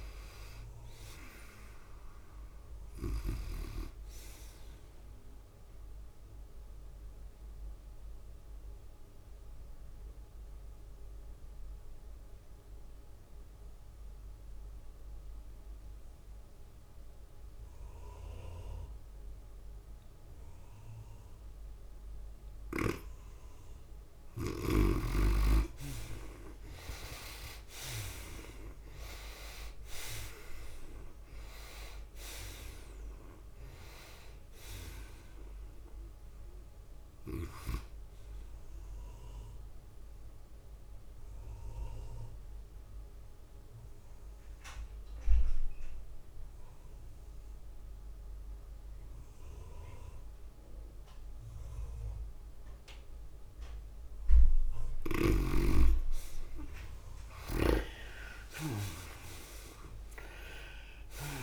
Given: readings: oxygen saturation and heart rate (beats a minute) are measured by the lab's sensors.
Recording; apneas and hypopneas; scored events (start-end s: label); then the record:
breathing in sleep by a room microphone; 2
0.00-19.00 s: tachycardia (device-marked, heart rate 115 extreme)
7.00-24.00 s: obstructive apnea (oxygen 97% before, 75% lowest, heart rate 112 before, 99 extreme, up 9 after)
22.00-44.00 s: oxygen desaturation (device-marked, oxygen 95% before, 75% lowest, heart rate 107 before, 102 extreme)
23.00-61.42 s: tachycardia (device-marked, heart rate 104 before, 111 extreme)
28.50-32.50 s: arousal
31.00-45.00 s: drop in pulse transit time (device-marked, heart rate 103 before, 108 extreme)
41.00-56.00 s: obstructive apnea (oxygen 95% before, 75% lowest, heart rate 106 before, 102 extreme, up 5 after)
55.00-61.42 s: oxygen desaturation (device-marked, oxygen 97% before, 79% lowest, heart rate 108 before, 87 extreme)
59.00-61.42 s: arousal
From the record:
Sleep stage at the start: N2 (light sleep); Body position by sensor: on the right side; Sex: female